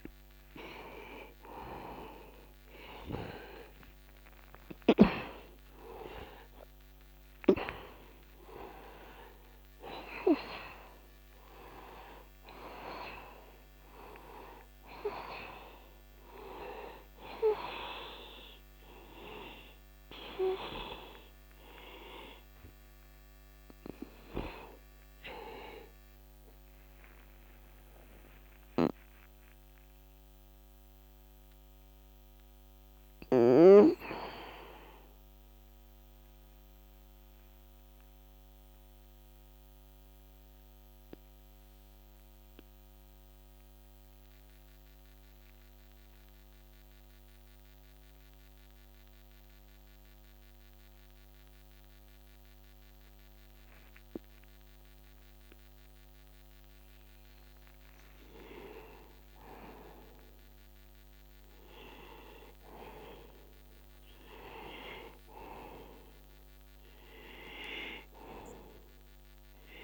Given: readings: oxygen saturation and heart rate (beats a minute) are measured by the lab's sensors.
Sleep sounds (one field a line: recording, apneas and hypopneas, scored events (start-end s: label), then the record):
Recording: breathing in sleep by a microphone on the trachea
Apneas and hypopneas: 1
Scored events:
0.00-1.50 s: arousal
0.50-39.50 s: oxygen desaturation (device-marked, oxygen 97% before, 84% lowest, heart rate 61 before, 56 extreme)
31.50-35.50 s: arousal
38.50-57.00 s: mixed apnea (oxygen 94% before, 89% lowest, heart rate 61 before, 61 extreme, up 26 after)
59.00-64.00 s: arousal
61.50-69.84 s: oxygen desaturation (device-marked, oxygen 98% before, 89% lowest, heart rate 68 before, 61 extreme)
From the record:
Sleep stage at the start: N2 (light sleep)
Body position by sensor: on the back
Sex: male